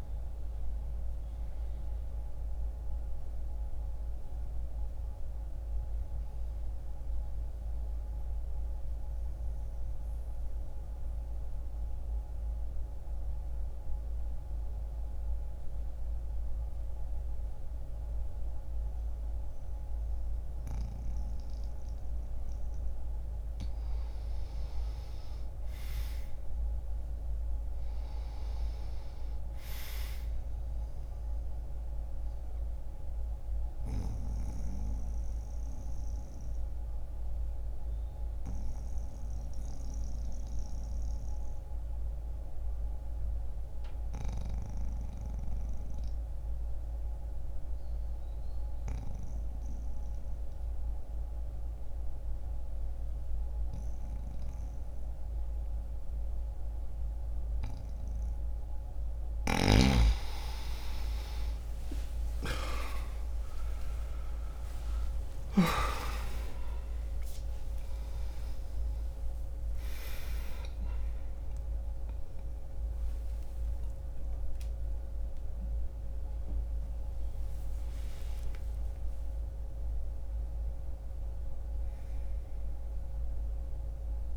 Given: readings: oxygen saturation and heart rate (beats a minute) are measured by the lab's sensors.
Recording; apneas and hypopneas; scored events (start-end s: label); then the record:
a person partly awake in a sleep study, by a room microphone; 2
0.00-21.00 s: oxygen desaturation (device-marked, oxygen 86% lowest, heart rate 61 extreme)
3.00-22.50 s: mixed apnea (oxygen 98% before, 86% lowest, heart rate 64 before, 61 extreme, up 3 after)
24.50-28.00 s: arousal
33.00-54.00 s: oxygen desaturation (device-marked, oxygen 97% before, 90% lowest, heart rate 63 before, 62 extreme)
33.00-57.50 s: obstructive apnea (oxygen 97% before, 86% lowest, heart rate 63 before, 62 extreme)
60.00-68.00 s: oxygen desaturation (device-marked, oxygen 95% before, 89% lowest, heart rate 65 before, 69 extreme)
62.00-84.37 s: new sleep stage, awake
74.00-84.37 s: oxygen desaturation (device-marked, oxygen 91% before, 86% lowest, heart rate 118 before, 60 extreme)
From the record:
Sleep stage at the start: N2 (light sleep); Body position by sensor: on the back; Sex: male